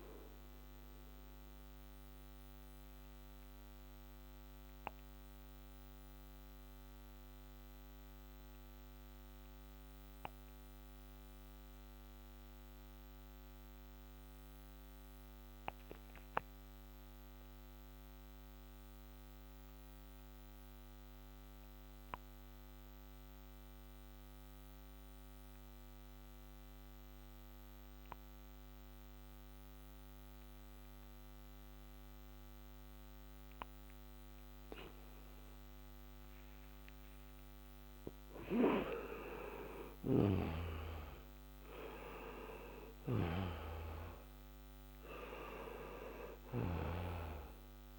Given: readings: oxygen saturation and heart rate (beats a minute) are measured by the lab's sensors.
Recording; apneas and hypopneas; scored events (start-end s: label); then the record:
breathing in sleep by a microphone on the trachea; 1
0.00-16.00 s: oxygen desaturation (device-marked, oxygen 87% lowest, heart rate 57 extreme)
2.50-35.50 s: obstructive apnea (oxygen 98% before, 86% lowest, heart rate 70 before, 57 extreme, up 10 after)
34.00-47.98 s: oxygen desaturation (device-marked, oxygen 97% before, 86% lowest, heart rate 62 before, 56 extreme)
37.00-42.50 s: arousal
From the record:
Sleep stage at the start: N2 (light sleep); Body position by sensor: on the back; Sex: male